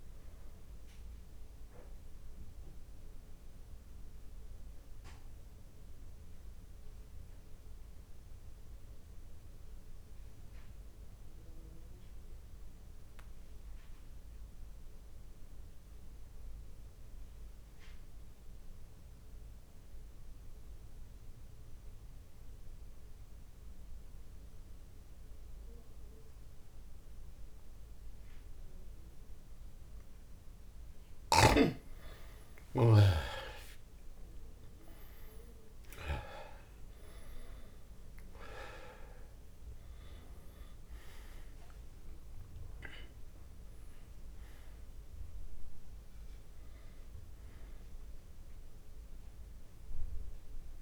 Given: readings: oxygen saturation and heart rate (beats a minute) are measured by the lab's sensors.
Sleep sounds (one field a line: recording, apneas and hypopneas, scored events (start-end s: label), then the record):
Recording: breathing in sleep by a room microphone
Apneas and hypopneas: 1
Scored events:
0.00-13.00 s: oxygen desaturation (device-marked, oxygen 93% lowest)
2.50-30.50 s: mixed apnea (oxygen 99% before, 88% lowest)
31.00-33.00 s: long interval between heartbeats (device-marked)
32.50-36.00 s: arousal
34.00-50.82 s: oxygen desaturation (device-marked, oxygen 99% before, 88% lowest)
49.00-50.82 s: long interval between heartbeats (device-marked)
From the record:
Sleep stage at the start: N2 (light sleep)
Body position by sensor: on the back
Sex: male